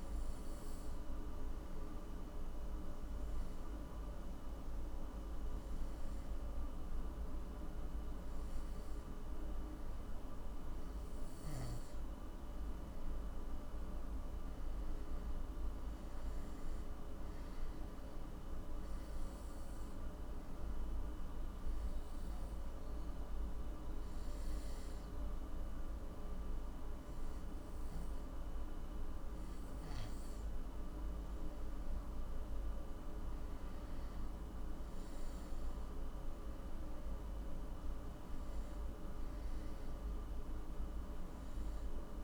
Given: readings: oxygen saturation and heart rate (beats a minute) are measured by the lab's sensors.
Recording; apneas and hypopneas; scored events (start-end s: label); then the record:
breathing in sleep, hard to hear, by a room microphone; 2
2.00-12.50 s: obstructive apnea (oxygen 97% before, 93% lowest, heart rate 59 before, 51 extreme, up 9 after)
13.50-16.50 s: arousal
20.00-31.00 s: obstructive apnea (oxygen 97% before, 93% lowest, heart rate 58 before, 55 extreme, up 8 after)
32.50-35.50 s: arousal
From the record:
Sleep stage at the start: N2 (light sleep); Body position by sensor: on the back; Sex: male